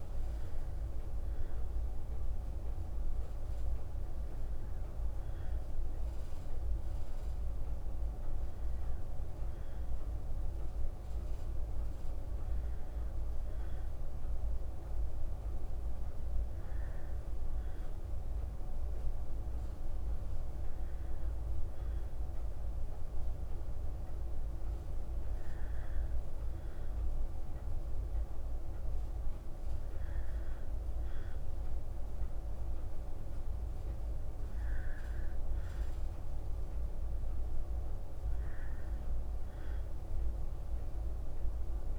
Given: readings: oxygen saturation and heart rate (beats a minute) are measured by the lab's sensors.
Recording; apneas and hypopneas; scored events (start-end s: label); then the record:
breathing in sleep, hard to hear, by a room microphone; none
none scored
From the record:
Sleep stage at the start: N2 (light sleep); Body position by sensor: on the back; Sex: female